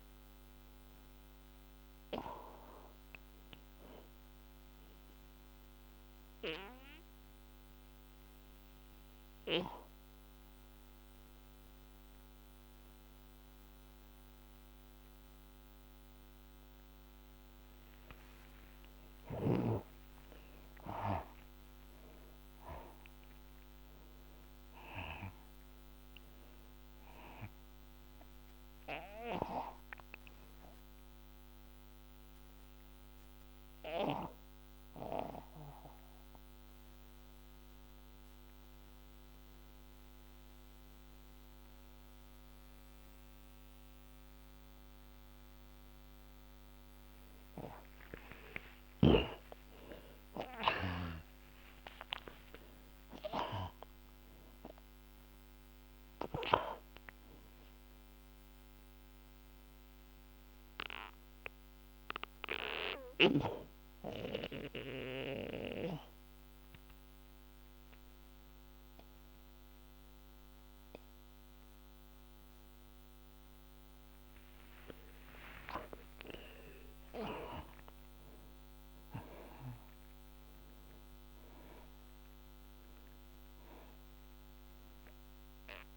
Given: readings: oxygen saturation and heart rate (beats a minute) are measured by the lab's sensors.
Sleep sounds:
breathing in sleep by a microphone on the trachea; 3
0.00-14.50 s: oxygen desaturation (device-marked, oxygen 76% lowest, heart rate 59 extreme)
5.00-18.50 s: obstructive apnea (oxygen 92% before, 73% lowest, heart rate 106 before, 59 extreme, up 12 after)
20.00-24.00 s: arousal
20.50-40.50 s: oxygen desaturation (device-marked, oxygen 93% before, 74% lowest, heart rate 64 before, 62 extreme)
30.50-46.00 s: obstructive apnea (oxygen 93% before, 73% lowest, heart rate 65 before, 55 extreme, up 42 after)
48.00-54.00 s: arousal
49.50-70.50 s: oxygen desaturation (device-marked, oxygen 93% before, 73% lowest, heart rate 66 before, 55 extreme)
58.00-75.50 s: obstructive apnea (oxygen 93% before, 73% lowest, heart rate 76 before, 55 extreme)
76.00-81.00 s: arousal
77.50-85.97 s: oxygen desaturation (device-marked, oxygen 92% before, 73% lowest, heart rate 81 before, 55 extreme)
From the record:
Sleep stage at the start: N2 (light sleep); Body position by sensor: on the back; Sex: male

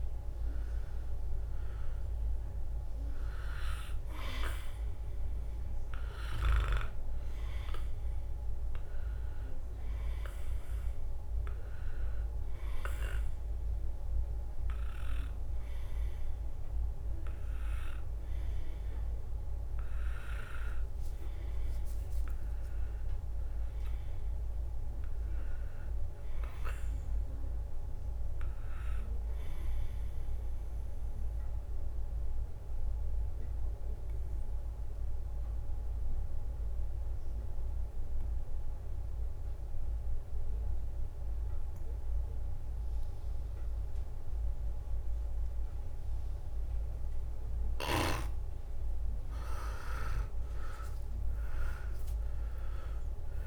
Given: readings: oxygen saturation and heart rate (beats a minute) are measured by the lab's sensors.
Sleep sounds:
breathing in sleep by a room microphone; 2
0.00-9.50 s: drop in pulse transit time (device-marked, heart rate 67 extreme)
0.00-21.50 s: oxygen desaturation (device-marked, oxygen 92% lowest, heart rate 61 extreme)
8.00-19.50 s: hypopnea (oxygen 99% before, 92% lowest, heart rate 68 before, 61 extreme, up 5 after)
22.00-26.50 s: arousal
32.00-47.50 s: obstructive apnea (oxygen 99% before, 92% lowest, heart rate 69 before, 61 extreme, up 12 after)
48.50-53.47 s: oxygen desaturation (device-marked, oxygen 98% before, 92% lowest, heart rate 63 before, 62 extreme)
51.50-53.47 s: drop in pulse transit time (device-marked, heart rate 63 before, 68 extreme)
From the record:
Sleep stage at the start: N2 (light sleep); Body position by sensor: on the back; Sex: male

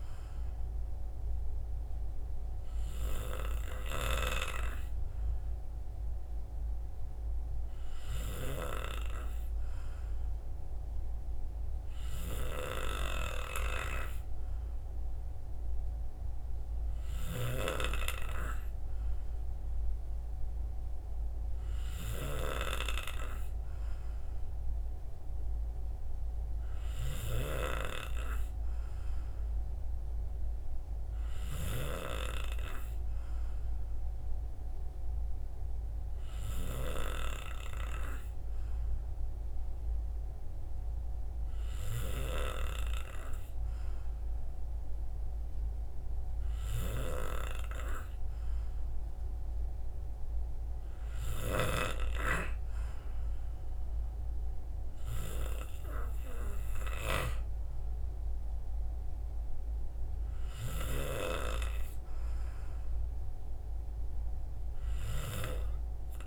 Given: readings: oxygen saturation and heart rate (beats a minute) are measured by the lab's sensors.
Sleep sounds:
breathing in sleep by a room microphone; none
none scored
From the record:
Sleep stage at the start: N2 (light sleep); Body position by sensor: on the right side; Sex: male

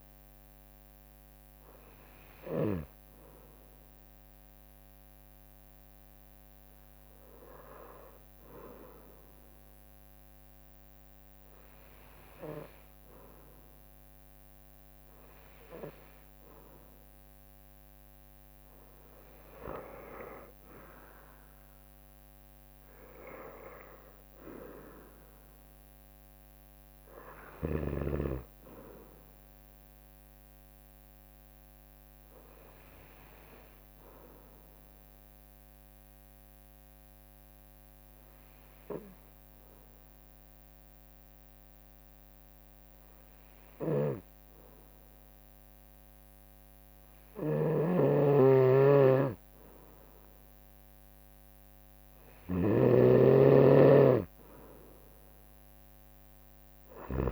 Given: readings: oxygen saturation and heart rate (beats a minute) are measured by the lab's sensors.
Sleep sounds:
breathing in sleep by a microphone on the trachea; 2
4.00-17.00 s: hypopnea (oxygen 94% before, 90% lowest, heart rate 63 before, 58 extreme, up 4 after)
15.50-29.50 s: drop in pulse transit time (device-marked, heart rate 61 before, 62 extreme)
20.00-23.00 s: arousal
27.50-37.50 s: bradycardia (device-marked, heart rate 64 before, 58 extreme)
33.50-51.00 s: obstructive apnea (oxygen 95% before, 90% lowest, heart rate 62 before, 58 extreme, up 2 after)
43.50-57.32 s: snoring (device-marked)
53.00-57.00 s: arousal
54.50-57.32 s: oxygen desaturation (device-marked, oxygen 95% before, 90% lowest, heart rate 60 before, 58 extreme)
From the record:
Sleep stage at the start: N2 (light sleep); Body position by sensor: on the right side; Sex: female

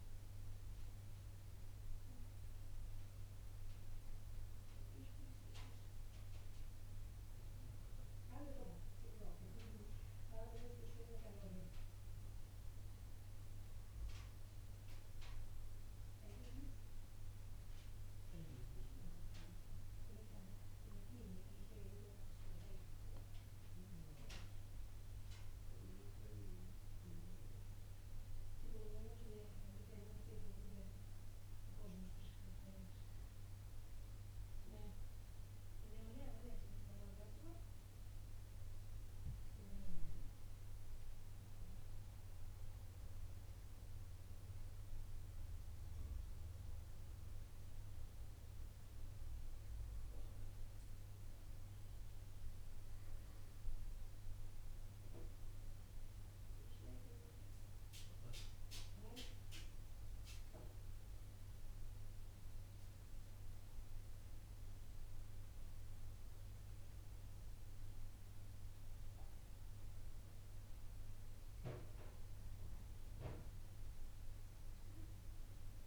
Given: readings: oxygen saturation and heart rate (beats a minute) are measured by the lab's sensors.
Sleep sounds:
breathing in sleep by a room microphone; none
none scored
From the record:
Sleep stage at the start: N1 (lightest sleep); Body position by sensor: on the right side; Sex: male

